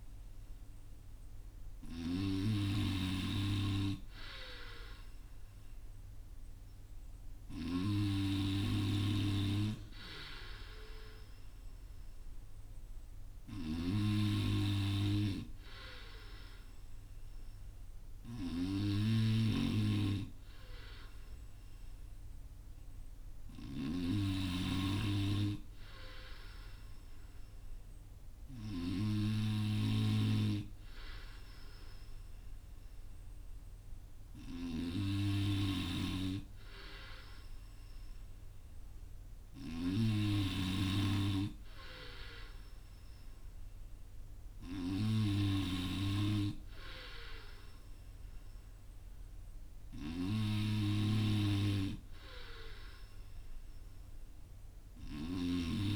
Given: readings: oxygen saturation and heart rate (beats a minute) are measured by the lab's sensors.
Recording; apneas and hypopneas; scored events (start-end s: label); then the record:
breathing in sleep by a room microphone; none
none scored
From the record:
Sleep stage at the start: N3 (deep sleep); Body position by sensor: on the front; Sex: male